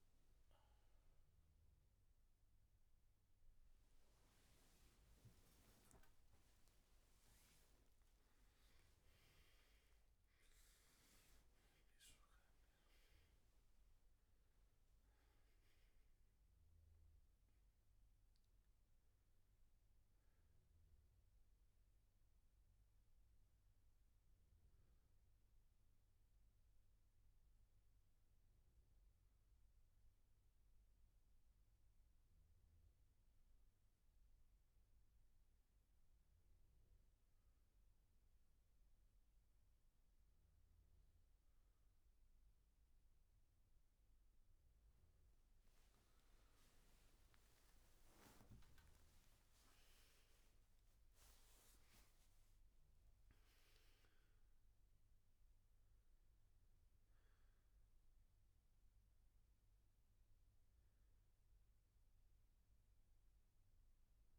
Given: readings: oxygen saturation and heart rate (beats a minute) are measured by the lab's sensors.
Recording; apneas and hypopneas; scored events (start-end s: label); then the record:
a person awake in a sleep study, hard to hear, by a room microphone; none
41.50-56.50 s: oxygen desaturation (device-marked, oxygen 97% before, 93% lowest, heart rate 67 before, 65 extreme)
54.50-64.39 s: new sleep stage, N1 (lightest sleep)
From the record:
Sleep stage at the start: awake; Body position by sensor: on the back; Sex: male